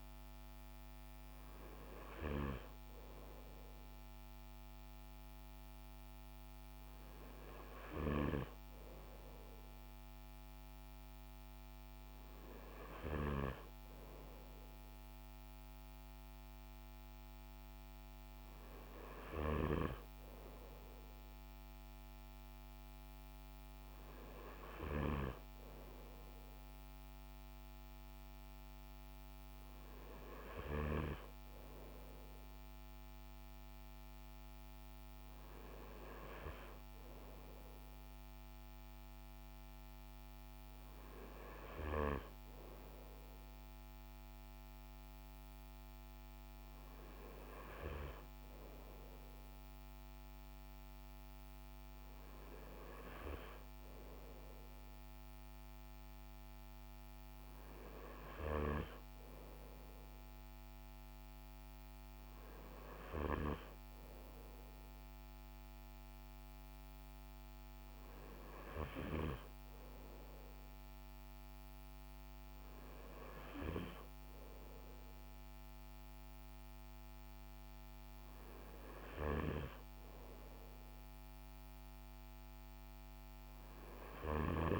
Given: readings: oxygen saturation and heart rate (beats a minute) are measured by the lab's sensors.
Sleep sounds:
breathing in sleep by a microphone on the trachea; none
1.50-13.00 s: snoring (device-marked)
19.00-30.50 s: snoring (device-marked)
78.50-84.00 s: snoring (device-marked)
From the record:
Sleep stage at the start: N2 (light sleep); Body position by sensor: on the front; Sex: male

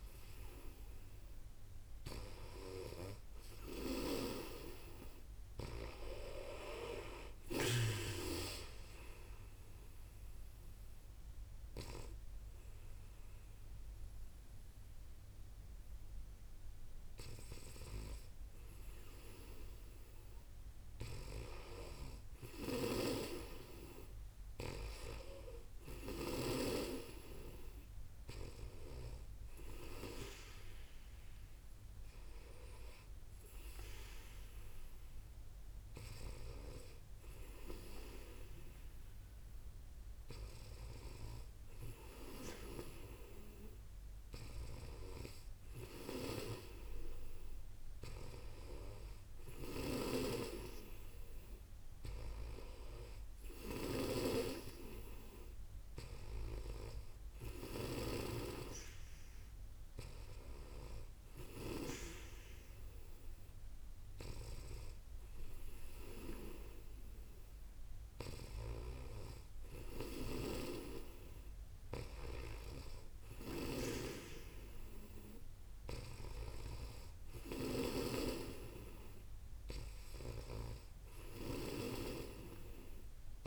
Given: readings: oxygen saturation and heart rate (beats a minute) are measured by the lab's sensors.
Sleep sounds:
breathing in sleep by a room microphone; none
7.00-11.00 s: arousal
20.50-26.00 s: snoring (device-marked)
49.00-61.50 s: snoring (device-marked)
68.00-77.50 s: snoring (device-marked)
79.50-83.47 s: snoring (device-marked)
From the record:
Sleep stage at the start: N2 (light sleep); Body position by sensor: on the back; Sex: female

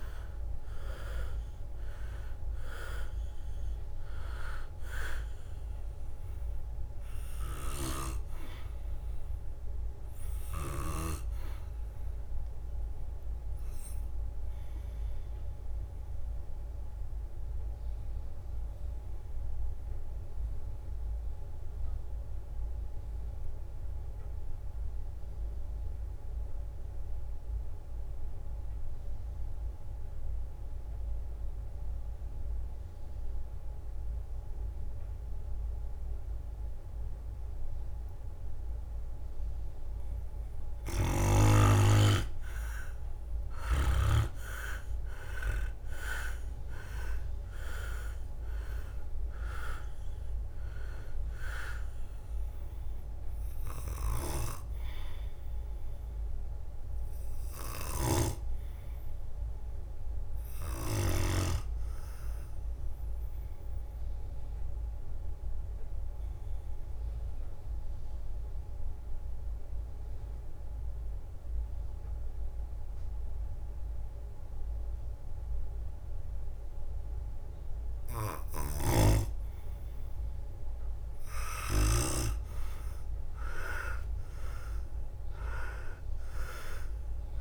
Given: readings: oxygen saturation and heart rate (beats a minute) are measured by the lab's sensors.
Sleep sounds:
breathing in sleep by a room microphone; 2
0.00-10.00 s: drop in pulse transit time (device-marked, heart rate 65 extreme)
0.00-24.00 s: oxygen desaturation (device-marked, oxygen 90% lowest, heart rate 58 extreme)
15.50-40.00 s: obstructive apnea (oxygen 100% before, 89% lowest, heart rate 68 before, 58 extreme, up 12 after)
40.50-43.50 s: leg movement (device-marked)
42.00-75.00 s: oxygen desaturation (device-marked, oxygen 99% before, 89% lowest, heart rate 62 before, 57 extreme)
43.00-56.00 s: drop in pulse transit time (device-marked, heart rate 62 before, 67 extreme)
44.00-49.00 s: arousal
46.50-50.00 s: leg movement (device-marked)
64.00-80.00 s: mixed apnea (oxygen 99% before, 89% lowest, heart rate 68 before, 57 extreme, up 18 after)
79.00-81.50 s: leg movement (device-marked)
82.50-87.00 s: arousal
83.00-87.41 s: drop in pulse transit time (device-marked, heart rate 61 before, 66 extreme)
From the record:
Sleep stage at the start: N2 (light sleep); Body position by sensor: on the back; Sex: male

